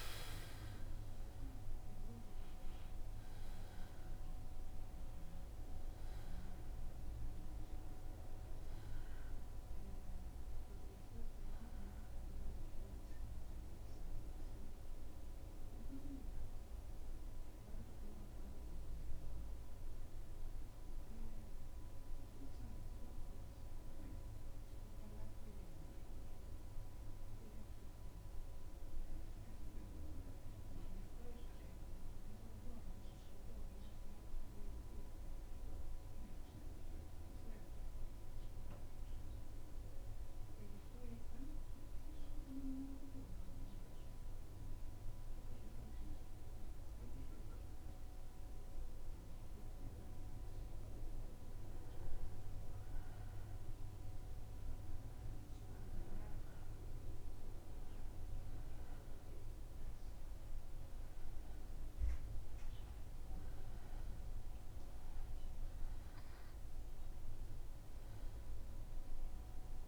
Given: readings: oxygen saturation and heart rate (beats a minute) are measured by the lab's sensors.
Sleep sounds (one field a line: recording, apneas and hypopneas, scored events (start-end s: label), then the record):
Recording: breathing in sleep, hard to hear, by a room microphone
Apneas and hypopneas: 1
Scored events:
25.00-49.50 s: obstructive apnea (oxygen 95% before, 90% lowest, heart rate 78 before, 77 extreme, up 0 after)
25.00-69.87 s: new sleep stage, N2 (light sleep)
35.00-47.00 s: oxygen desaturation (device-marked, oxygen 96% before, 90% lowest, heart rate 77 before, 77 extreme)
52.50-56.00 s: arousal
From the record:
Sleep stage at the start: N1 (lightest sleep)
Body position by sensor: on the back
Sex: male